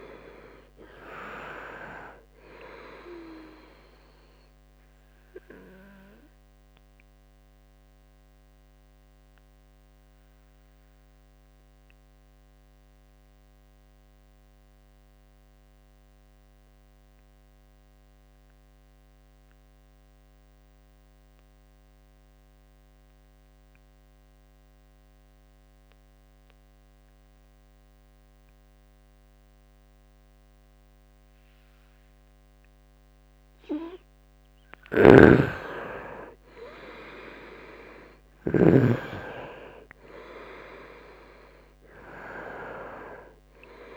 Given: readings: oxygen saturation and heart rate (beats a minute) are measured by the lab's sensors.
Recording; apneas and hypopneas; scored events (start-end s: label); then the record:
breathing in sleep by a microphone on the trachea; 1
0.00-25.00 s: oxygen desaturation (device-marked, oxygen 84% lowest, heart rate 62 extreme)
5.00-32.50 s: obstructive apnea (oxygen 98% before, 84% lowest, heart rate 68 before, 62 extreme, up 5 after)
34.50-38.50 s: snoring (device-marked)
36.00-40.50 s: arousal
39.00-43.97 s: oxygen desaturation (device-marked, oxygen 97% before, 85% lowest, heart rate 67 before, 64 extreme)
From the record:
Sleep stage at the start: N2 (light sleep); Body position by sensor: on the right side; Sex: male